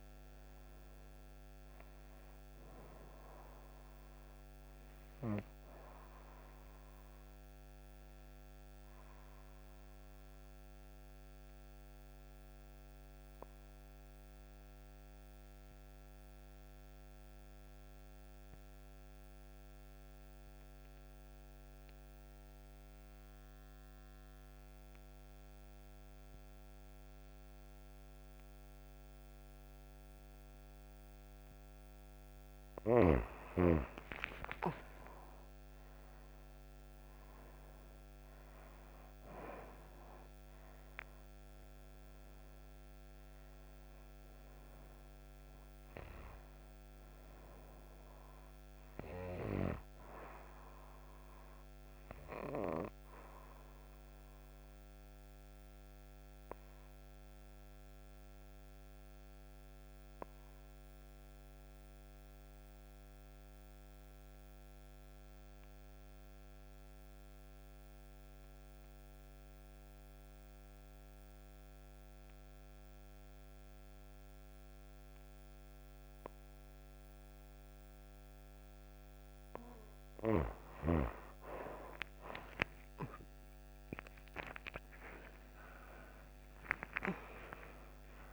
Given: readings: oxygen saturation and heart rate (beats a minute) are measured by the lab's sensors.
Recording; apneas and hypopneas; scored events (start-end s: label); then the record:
breathing in sleep by a microphone on the trachea; 2
0.00-20.00 s: oxygen desaturation (device-marked, oxygen 96% before, 91% lowest)
6.50-32.50 s: obstructive apnea (oxygen 98% before, 88% lowest)
32.00-64.00 s: oxygen desaturation (device-marked, oxygen 99% before, 88% lowest)
33.50-39.00 s: arousal
52.50-80.00 s: obstructive apnea (oxygen 99% before, 88% lowest)
78.00-88.32 s: oxygen desaturation (device-marked, oxygen 98% before, 89% lowest)
83.00-88.32 s: arousal
From the record:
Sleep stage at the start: N2 (light sleep); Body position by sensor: on the right side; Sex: female